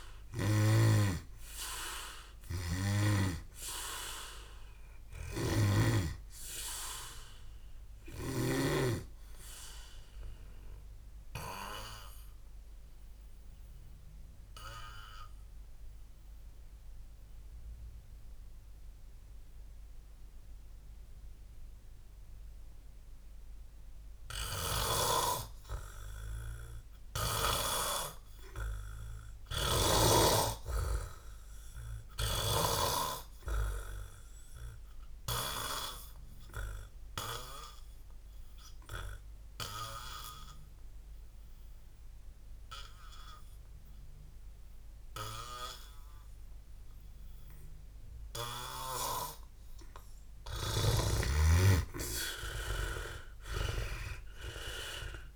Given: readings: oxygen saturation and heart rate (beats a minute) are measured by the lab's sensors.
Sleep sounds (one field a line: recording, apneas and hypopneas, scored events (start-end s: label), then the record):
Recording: breathing in sleep by a room microphone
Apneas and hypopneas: 2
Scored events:
1.00-9.00 s: snoring (device-marked)
6.50-26.50 s: oxygen desaturation (device-marked, oxygen 98% before, 87% lowest, heart rate 66 before, 59 extreme)
10.00-24.00 s: obstructive apnea (oxygen 99% before, 87% lowest, heart rate 67 before, 59 extreme, up 11 after)
26.50-30.00 s: arousal
35.50-55.36 s: oxygen desaturation (device-marked, oxygen 100% before, 89% lowest, heart rate 63 before, 59 extreme)
36.00-49.00 s: obstructive apnea (oxygen 100% before, 88% lowest, heart rate 63 before, 60 extreme, up 12 after)
51.00-55.36 s: snoring (device-marked)
53.00-55.36 s: arousal
From the record:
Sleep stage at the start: N2 (light sleep)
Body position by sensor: on the back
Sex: male